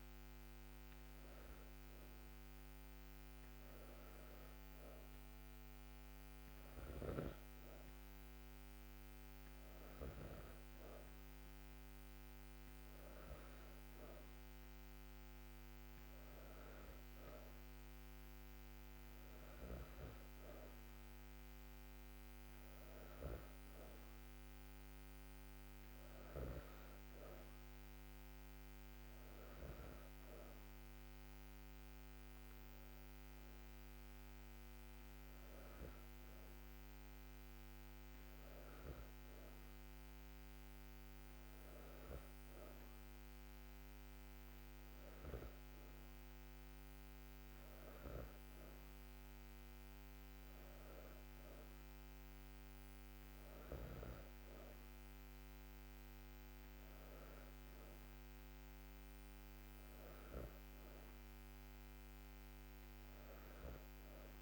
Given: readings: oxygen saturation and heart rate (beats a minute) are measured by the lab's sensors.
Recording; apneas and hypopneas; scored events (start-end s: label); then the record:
breathing in sleep, hard to hear, by a microphone on the trachea; none
none scored
From the record:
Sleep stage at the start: N2 (light sleep); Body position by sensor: on the back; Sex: female